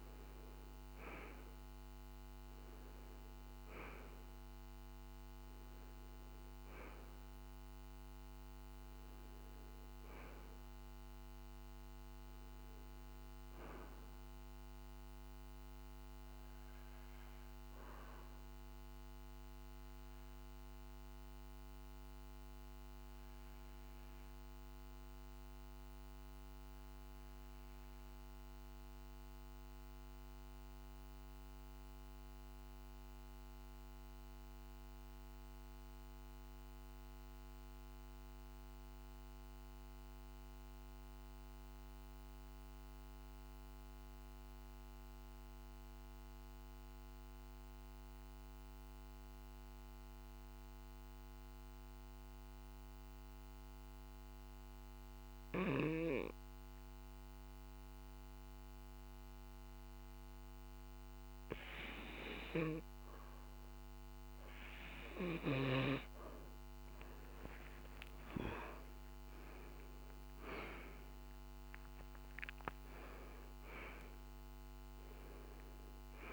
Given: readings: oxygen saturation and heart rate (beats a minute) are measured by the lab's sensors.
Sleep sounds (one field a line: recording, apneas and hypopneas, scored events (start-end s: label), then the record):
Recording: breathing in sleep by a microphone on the trachea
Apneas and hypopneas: 1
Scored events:
0.00-8.50 s: oxygen desaturation (device-marked, oxygen 88% lowest, heart rate 48 extreme)
15.50-64.50 s: obstructive apnea (oxygen 91% before, 86% lowest, heart rate 56 before, 47 extreme, up 33 after)
46.50-76.33 s: oxygen desaturation (device-marked, oxygen 98% before, 86% lowest, heart rate 49 before, 47 extreme)
67.00-72.00 s: arousal
From the record:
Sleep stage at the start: REM sleep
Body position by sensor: on the back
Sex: male